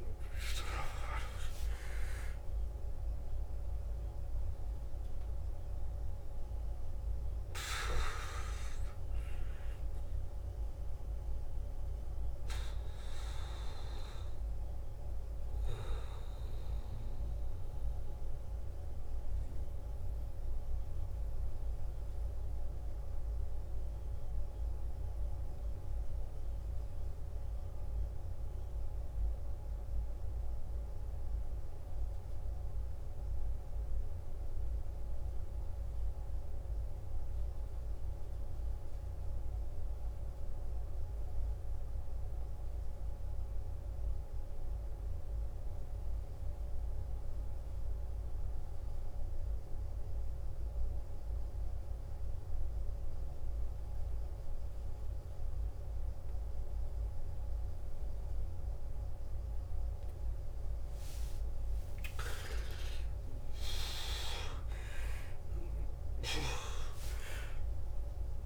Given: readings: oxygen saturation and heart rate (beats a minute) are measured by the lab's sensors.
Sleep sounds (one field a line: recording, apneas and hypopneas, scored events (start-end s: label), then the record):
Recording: breathing in sleep by a room microphone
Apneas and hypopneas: 1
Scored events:
0.00-2.00 s: arousal
0.00-25.50 s: oxygen desaturation (device-marked, oxygen 88% lowest, heart rate 52 extreme)
16.00-61.50 s: mixed apnea (oxygen 97% before, 84% lowest, heart rate 63 before, 52 extreme, up 14 after)
45.50-68.46 s: oxygen desaturation (device-marked, oxygen 98% before, 84% lowest, heart rate 55 before, 55 extreme)
62.00-67.00 s: arousal
62.50-68.46 s: new sleep stage, N1 (lightest sleep)
From the record:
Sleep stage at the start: N2 (light sleep)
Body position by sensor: on the back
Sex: male